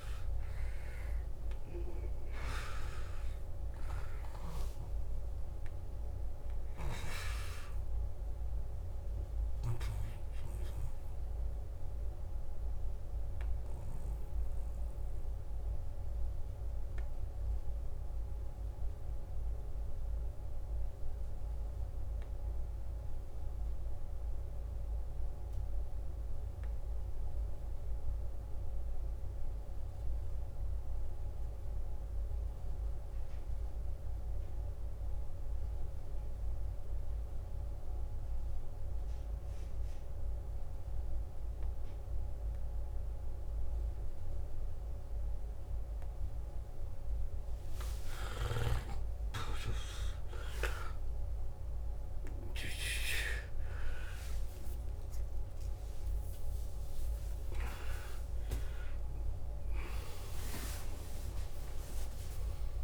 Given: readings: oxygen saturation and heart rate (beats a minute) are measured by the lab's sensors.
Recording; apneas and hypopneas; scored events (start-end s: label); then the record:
breathing in sleep by a room microphone; 1
0.00-23.50 s: oxygen desaturation (device-marked, oxygen 87% lowest, heart rate 52 extreme)
15.00-47.50 s: obstructive apnea (oxygen 96% before, 87% lowest, heart rate 65 before, 52 extreme, up 16 after)
37.50-61.50 s: oxygen desaturation (device-marked, oxygen 98% before, 89% lowest, heart rate 54 before, 53 extreme)
48.50-54.50 s: arousal
From the record:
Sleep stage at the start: N2 (light sleep); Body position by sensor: on the back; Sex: male